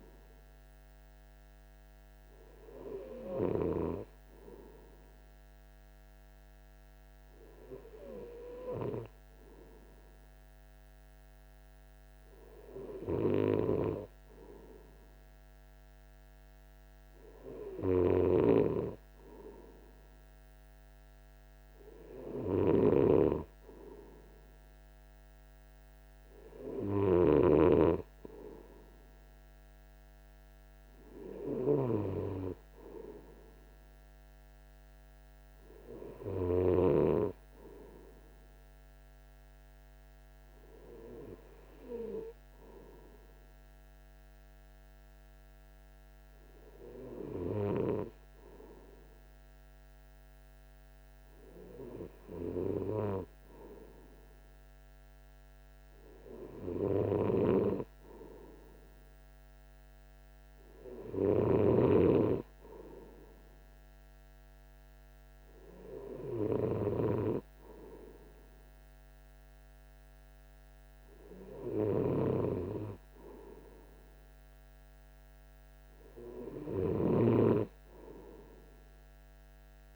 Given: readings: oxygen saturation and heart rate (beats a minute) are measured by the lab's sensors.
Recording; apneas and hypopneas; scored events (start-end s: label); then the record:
breathing in sleep by a microphone on the trachea; none
none scored
From the record:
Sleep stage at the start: N2 (light sleep); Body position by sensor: on the right side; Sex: male